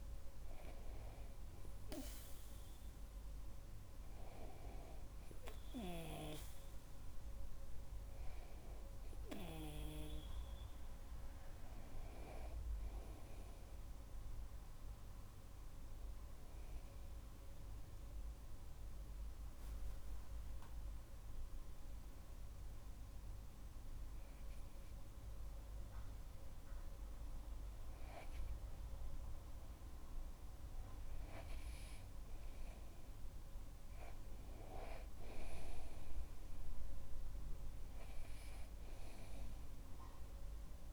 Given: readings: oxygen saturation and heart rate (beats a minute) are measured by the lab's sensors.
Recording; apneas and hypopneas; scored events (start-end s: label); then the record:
breathing in sleep by a room microphone; 1
17.50-28.50 s: mixed apnea (oxygen 98% before, 94% lowest)
19.50-40.93 s: new sleep stage, REM sleep
31.00-35.00 s: arousal
From the record:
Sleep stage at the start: N2 (light sleep); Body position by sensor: on the back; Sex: male